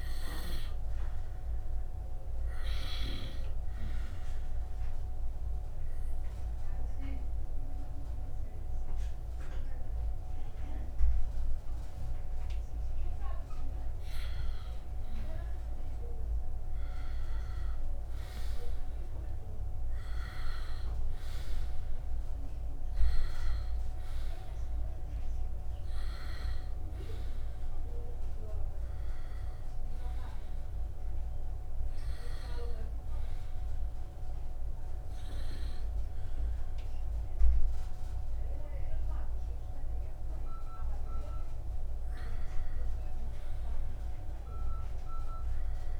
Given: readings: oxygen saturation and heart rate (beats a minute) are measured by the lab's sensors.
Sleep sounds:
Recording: breathing in sleep by a room microphone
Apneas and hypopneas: 1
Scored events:
3.50-14.50 s: obstructive apnea (oxygen 96% before, 90% lowest, heart rate 70 before, 68 extreme, up 1 after)
6.00-16.00 s: oxygen desaturation (device-marked, oxygen 96% before, 90% lowest, heart rate 70 before, 68 extreme)
16.50-19.50 s: arousal
30.00-40.00 s: oxygen desaturation (device-marked, oxygen 96% before, 91% lowest, heart rate 70 before, 66 extreme)
43.50-46.00 s: arousal
From the record:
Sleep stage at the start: N2 (light sleep)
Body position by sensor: upright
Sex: male

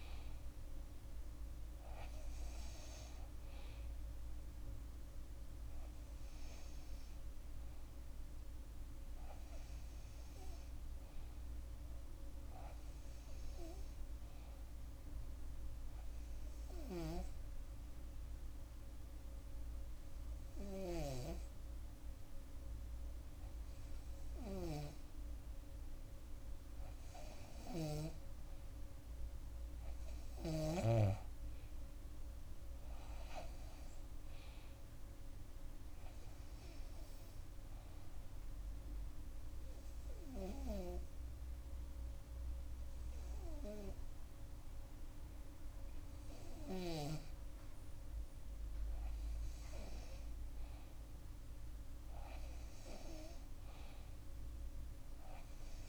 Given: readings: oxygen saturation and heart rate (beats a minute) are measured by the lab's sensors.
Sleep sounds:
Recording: breathing in sleep by a room microphone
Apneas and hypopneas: 2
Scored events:
8.00-12.00 s: arousal
15.50-27.00 s: hypopnea (oxygen 96% before, 93% lowest, heart rate 73 before, 63 extreme, up 4 after)
31.00-33.50 s: arousal
35.50-53.50 s: oxygen desaturation (device-marked, oxygen 97% before, 93% lowest, heart rate 71 before, 60 extreme)
38.00-48.50 s: obstructive apnea (oxygen 97% before, 93% lowest, heart rate 71 before, 60 extreme, up 8 after)
52.00-55.89 s: arousal
From the record:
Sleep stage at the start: N2 (light sleep)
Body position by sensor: on the back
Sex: female

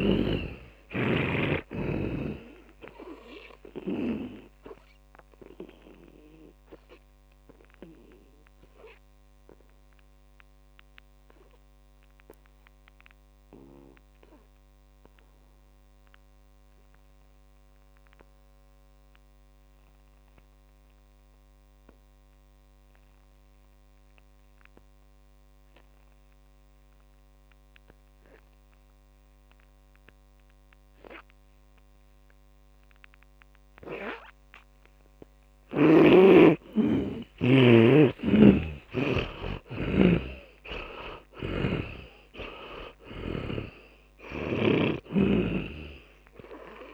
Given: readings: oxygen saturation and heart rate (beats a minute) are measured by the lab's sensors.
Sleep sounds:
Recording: breathing in sleep by a microphone on the trachea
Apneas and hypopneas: 1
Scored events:
0.00-2.00 s: snoring (device-marked)
1.00-25.00 s: oxygen desaturation (device-marked, oxygen 100% before, 81% lowest, heart rate 55 before, 48 extreme)
6.00-36.50 s: obstructive apnea (oxygen 100% before, 79% lowest, heart rate 58 before, 48 extreme, up 18 after)
31.00-43.00 s: oxygen desaturation (device-marked, oxygen 100% before, 91% lowest, heart rate 57 before, 48 extreme)
37.50-41.00 s: arousal
38.50-42.50 s: snoring (device-marked)
From the record:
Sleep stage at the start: N2 (light sleep)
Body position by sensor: on the back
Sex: male

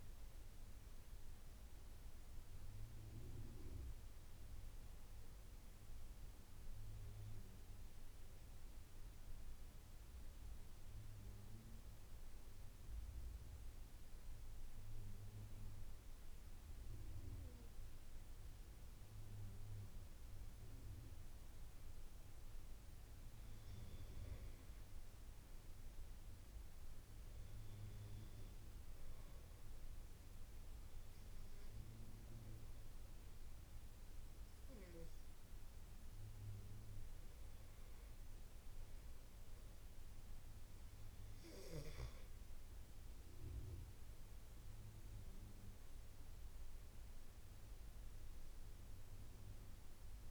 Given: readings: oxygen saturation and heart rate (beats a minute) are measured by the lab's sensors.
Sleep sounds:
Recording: breathing in sleep, hard to hear, by a room microphone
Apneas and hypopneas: 2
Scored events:
0.00-1.50 s: arousal
0.00-14.50 s: oxygen desaturation (device-marked, oxygen 90% lowest, heart rate 79 extreme)
6.50-19.00 s: obstructive apnea (oxygen 94% before, 90% lowest, heart rate 86 before, 79 extreme, up 6 after)
21.00-24.50 s: arousal
26.50-37.50 s: oxygen desaturation (device-marked, oxygen 94% before, 90% lowest, heart rate 82 before, 76 extreme)
29.50-40.50 s: hypopnea (oxygen 94% before, 87% lowest, heart rate 83 before, 76 extreme, up 9 after)
42.50-46.50 s: arousal
From the record:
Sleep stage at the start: N2 (light sleep)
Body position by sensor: on the back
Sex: male

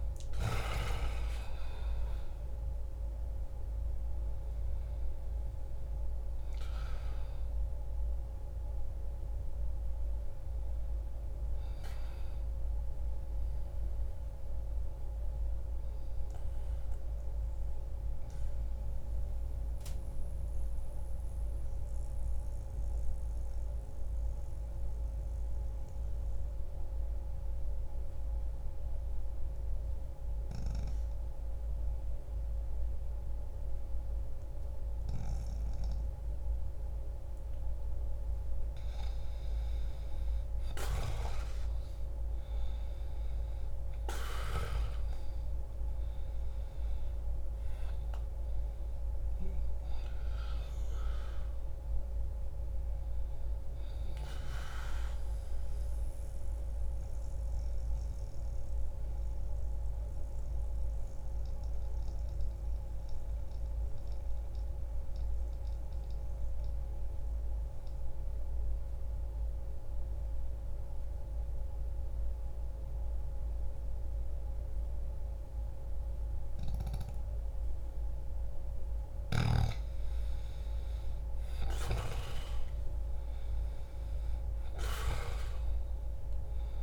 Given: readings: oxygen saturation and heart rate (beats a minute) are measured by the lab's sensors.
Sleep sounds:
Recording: breathing in sleep by a room microphone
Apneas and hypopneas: 2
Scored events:
0.00-1.00 s: arousal
0.00-13.00 s: oxygen desaturation (device-marked, oxygen 89% lowest, heart rate 60 extreme)
12.50-37.00 s: mixed apnea (oxygen 97% before, 88% lowest, heart rate 61 before, 60 extreme)
23.00-33.00 s: oxygen desaturation (device-marked, oxygen 91% before, 88% lowest, heart rate 60 before, 60 extreme)
41.00-46.00 s: arousal
46.00-57.00 s: oxygen desaturation (device-marked, oxygen 98% before, 93% lowest, heart rate 61 before, 60 extreme)
55.00-79.00 s: mixed apnea (oxygen 98% before, 89% lowest, heart rate 62 before, 60 extreme, up 3 after)
64.00-76.00 s: oxygen desaturation (device-marked, oxygen 94% before, 89% lowest, heart rate 62 before, 60 extreme)
80.00-85.00 s: arousal
From the record:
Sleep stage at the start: N2 (light sleep)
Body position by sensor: on the back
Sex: male

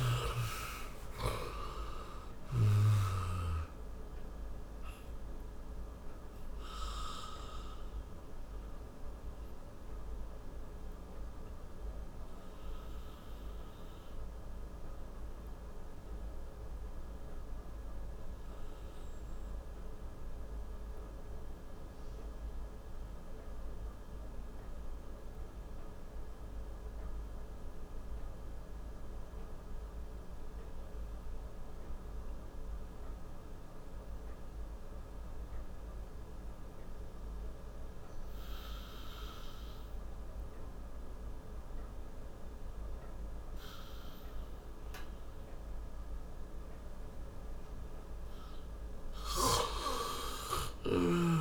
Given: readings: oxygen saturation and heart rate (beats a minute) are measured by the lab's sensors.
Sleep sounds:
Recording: breathing in sleep by a room microphone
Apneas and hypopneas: 1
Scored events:
0.00-1.00 s: arousal
0.00-28.50 s: oxygen desaturation (device-marked, oxygen 86% lowest, heart rate 54 extreme)
4.00-46.00 s: obstructive apnea (oxygen 98% before, 85% lowest, heart rate 65 before, 54 extreme, up 17 after)
43.50-51.41 s: oxygen desaturation (device-marked, oxygen 97% before, 85% lowest, heart rate 59 before, 54 extreme)
49.00-51.41 s: arousal
49.00-51.41 s: snoring (device-marked)
From the record:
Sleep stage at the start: N2 (light sleep)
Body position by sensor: on the back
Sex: male

